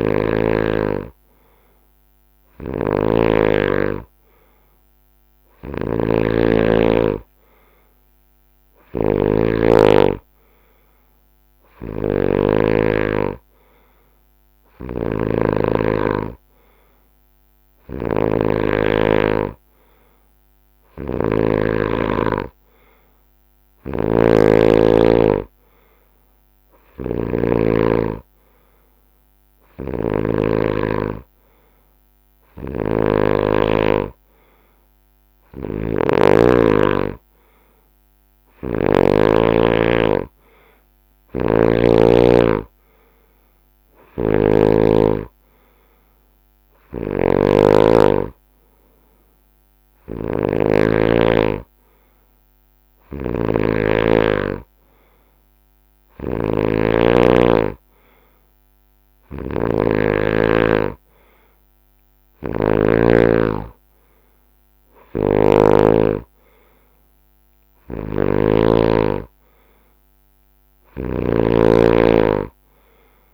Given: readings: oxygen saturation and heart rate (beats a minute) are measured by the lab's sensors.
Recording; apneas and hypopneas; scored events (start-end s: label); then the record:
breathing in sleep by a microphone on the trachea; none
0.00-12.50 s: snoring (device-marked)
4.00-13.00 s: drop in pulse transit time (device-marked, heart rate 72 before, 69 extreme)
14.50-27.50 s: snoring (device-marked)
25.00-36.00 s: drop in pulse transit time (device-marked, heart rate 74 before, 69 extreme)
29.50-39.00 s: snoring (device-marked)
41.00-44.50 s: snoring (device-marked)
46.50-73.33 s: snoring (device-marked)
From the record:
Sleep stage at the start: N2 (light sleep); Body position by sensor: on the right side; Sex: male